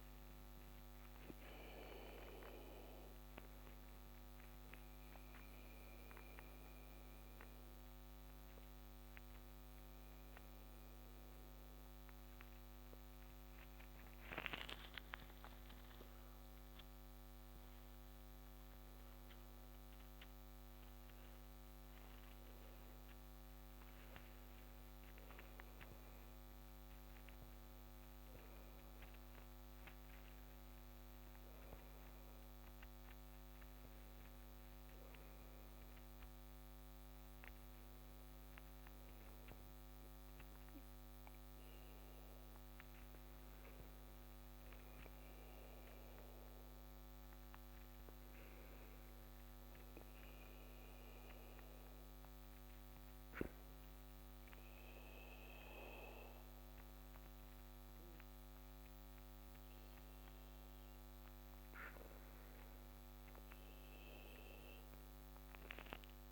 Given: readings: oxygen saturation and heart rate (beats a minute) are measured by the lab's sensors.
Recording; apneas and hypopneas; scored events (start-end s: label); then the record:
breathing in sleep, hard to hear, by a microphone on the trachea; 1
0.00-26.00 s: oxygen desaturation (device-marked, oxygen 78% lowest)
5.00-17.50 s: hypopnea (oxygen 97% before, 78% lowest)
19.50-24.00 s: arousal
45.00-66.32 s: oxygen desaturation (device-marked, oxygen 98% before, 92% lowest)
From the record:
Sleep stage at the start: REM sleep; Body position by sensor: on the back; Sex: male